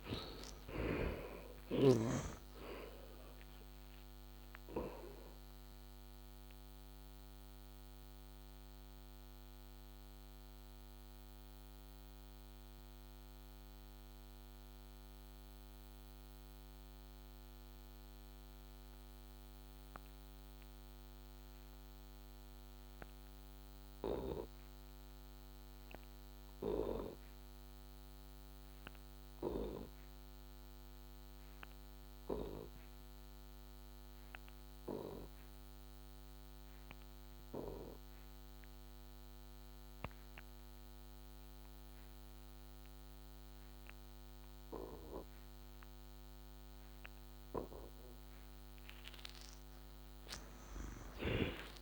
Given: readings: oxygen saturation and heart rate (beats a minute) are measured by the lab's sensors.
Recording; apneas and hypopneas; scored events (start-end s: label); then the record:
breathing in sleep by a microphone on the trachea; 1
0.00-1.50 s: snoring (device-marked)
0.00-4.50 s: oxygen desaturation (device-marked, oxygen 63% lowest, heart rate 60 extreme)
4.50-46.50 s: mixed apnea (oxygen 77% before, 54% lowest, heart rate 79 before, 58 extreme, up 16 after)
9.50-21.50 s: oxygen desaturation (device-marked, oxygen 64% before, 54% lowest, heart rate 82 before, 60 extreme)
42.50-51.82 s: oxygen desaturation (device-marked, oxygen 82% before, 62% lowest, heart rate 66 before, 58 extreme)
49.50-51.82 s: arousal
50.00-51.82 s: snoring (device-marked)
From the record:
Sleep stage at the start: N2 (light sleep); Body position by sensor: on the back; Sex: male